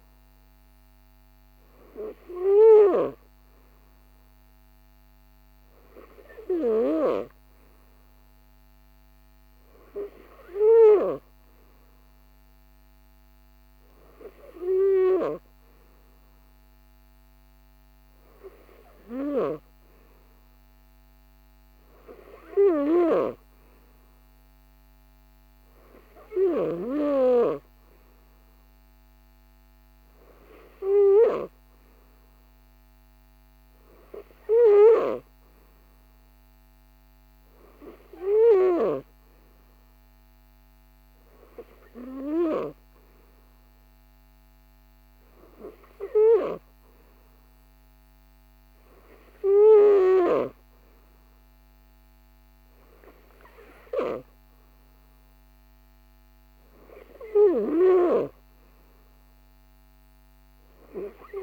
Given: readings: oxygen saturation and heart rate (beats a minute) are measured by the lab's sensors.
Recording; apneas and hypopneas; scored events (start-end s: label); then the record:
breathing in sleep by a microphone on the trachea; none
none scored
From the record:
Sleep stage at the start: N3 (deep sleep); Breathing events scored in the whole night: 219 in 7.0 hours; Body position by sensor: on the right side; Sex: male